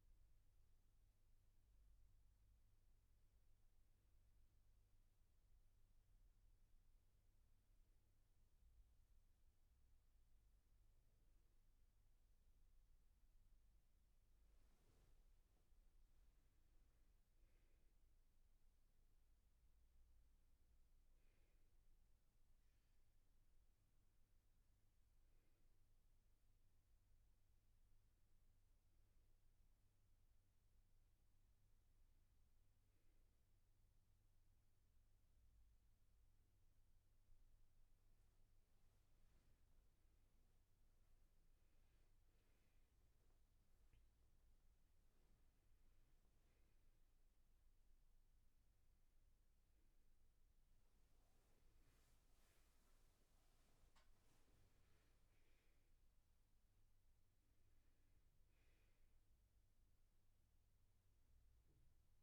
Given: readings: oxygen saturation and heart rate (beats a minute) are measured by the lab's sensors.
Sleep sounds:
breathing in sleep, hard to hear, by a room microphone; none
none scored
From the record:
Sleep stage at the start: N1 (lightest sleep); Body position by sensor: on the back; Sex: male

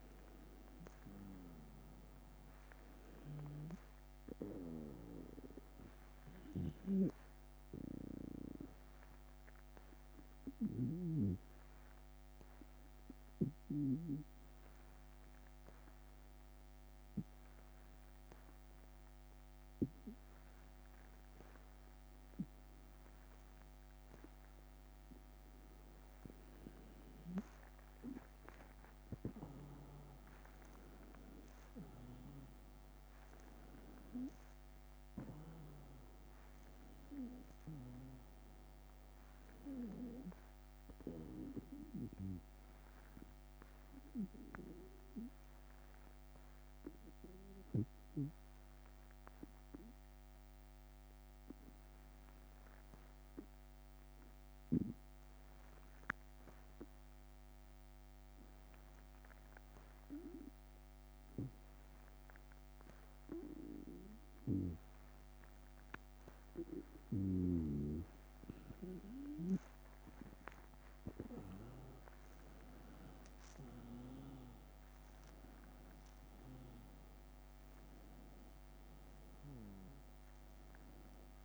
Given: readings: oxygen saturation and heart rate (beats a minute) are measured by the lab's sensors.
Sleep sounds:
breathing in sleep by a microphone on the trachea; 2
6.50-25.50 s: obstructive apnea (oxygen 96% before, 91% lowest, heart rate 82 before, 78 extreme, up 2 after)
28.50-33.50 s: arousal
43.00-67.50 s: obstructive apnea (oxygen 96% before, 89% lowest, heart rate 83 before, 76 extreme, up 8 after)
68.00-81.45 s: oxygen desaturation (device-marked, oxygen 96% before, 91% lowest, heart rate 80 before, 76 extreme)
70.00-73.50 s: arousal
72.00-81.45 s: drop in pulse transit time (device-marked, heart rate 80 before, 76 extreme)
From the record:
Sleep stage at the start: N2 (light sleep); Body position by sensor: on the right side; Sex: male

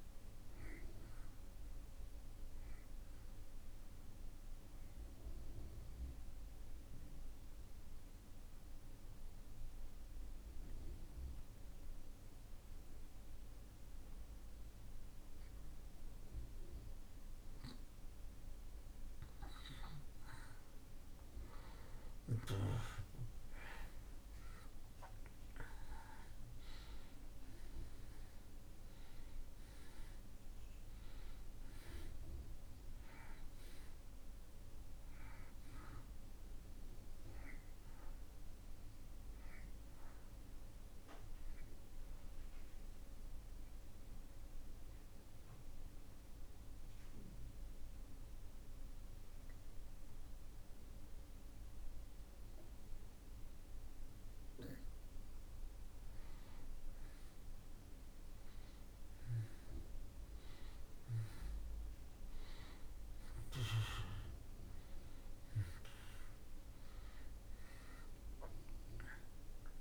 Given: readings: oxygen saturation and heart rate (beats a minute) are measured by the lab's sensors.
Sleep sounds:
breathing in sleep by a room microphone; 2
0.00-13.50 s: oxygen desaturation (device-marked, oxygen 81% lowest)
2.50-17.00 s: obstructive apnea (oxygen 95% before, 82% lowest)
19.00-24.00 s: arousal
28.50-53.50 s: oxygen desaturation (device-marked, oxygen 95% before, 84% lowest)
43.50-54.50 s: obstructive apnea (oxygen 95% before, 84% lowest)
56.50-60.00 s: arousal
67.50-69.81 s: oxygen desaturation (device-marked, oxygen 95% before, 84% lowest)
From the record:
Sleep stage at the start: N2 (light sleep); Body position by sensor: on the back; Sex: male

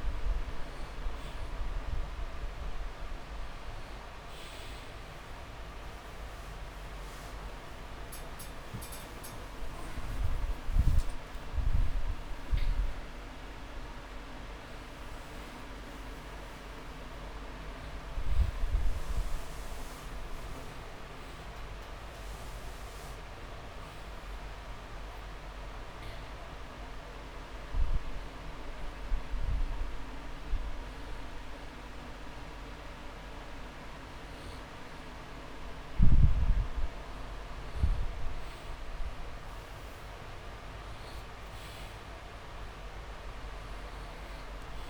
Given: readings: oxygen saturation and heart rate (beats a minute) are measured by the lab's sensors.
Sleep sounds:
breathing in sleep, hard to hear, by a room microphone; 1
5.00-9.00 s: arousal
25.00-37.00 s: hypopnea (oxygen 99% before, 95% lowest)
39.50-42.50 s: arousal
From the record:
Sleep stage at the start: N2 (light sleep); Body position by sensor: on the back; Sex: male

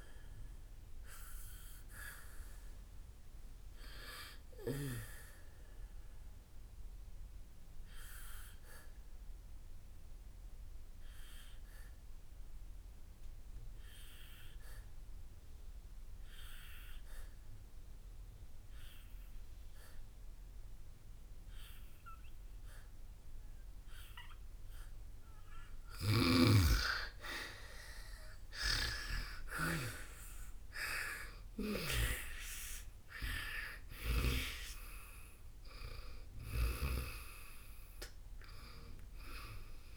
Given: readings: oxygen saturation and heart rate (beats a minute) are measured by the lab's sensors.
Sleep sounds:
breathing in sleep by a room microphone; 1
0.00-22.50 s: oxygen desaturation (device-marked, oxygen 82% lowest, heart rate 57 extreme)
6.50-25.00 s: obstructive apnea (oxygen 98% before, 82% lowest, heart rate 69 before, 57 extreme, up 10 after)
27.50-39.97 s: oxygen desaturation (device-marked, oxygen 98% before, 86% lowest, heart rate 60 before, 56 extreme)
31.50-37.00 s: arousal
From the record:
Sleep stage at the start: N2 (light sleep); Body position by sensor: on the back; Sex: female

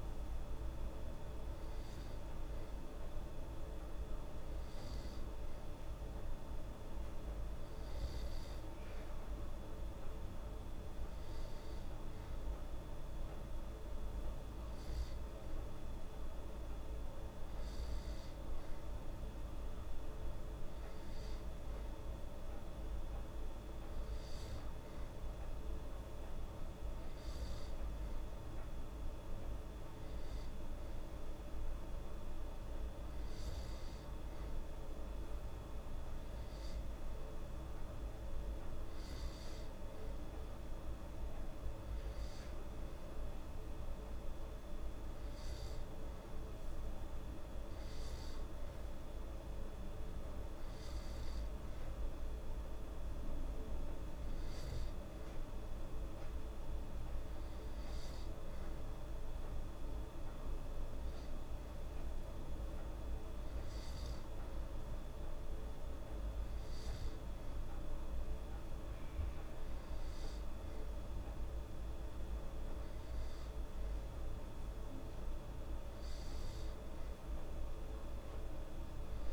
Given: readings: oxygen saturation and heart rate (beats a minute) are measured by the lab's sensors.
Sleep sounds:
breathing in sleep, hard to hear, by a room microphone; none
none scored
From the record:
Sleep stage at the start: N2 (light sleep); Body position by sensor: on the back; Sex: female

